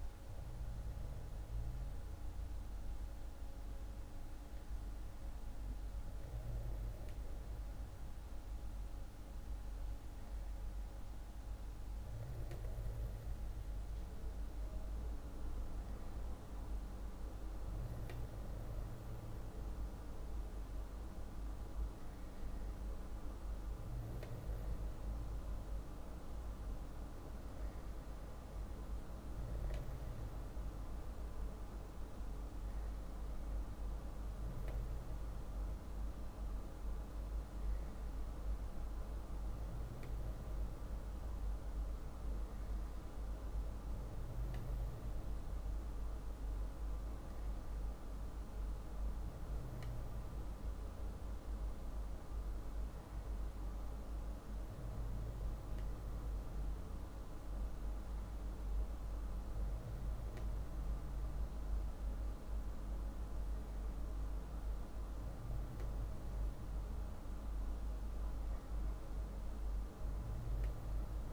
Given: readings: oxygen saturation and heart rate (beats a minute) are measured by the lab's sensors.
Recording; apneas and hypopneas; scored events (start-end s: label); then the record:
breathing in sleep, hard to hear, by a room microphone; none
none scored
From the record:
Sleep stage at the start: N2 (light sleep); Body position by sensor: on the back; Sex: male